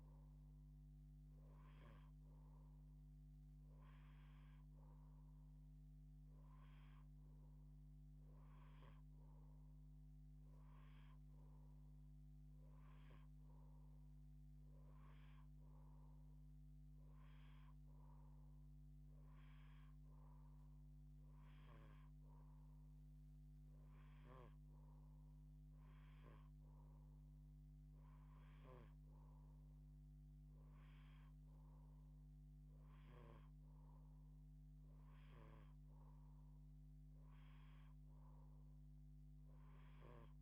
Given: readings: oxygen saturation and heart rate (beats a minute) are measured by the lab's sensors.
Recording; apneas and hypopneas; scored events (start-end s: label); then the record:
breathing in sleep, hard to hear, by a microphone on the trachea; none
none scored
From the record:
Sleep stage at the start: N2 (light sleep); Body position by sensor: on the left side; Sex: female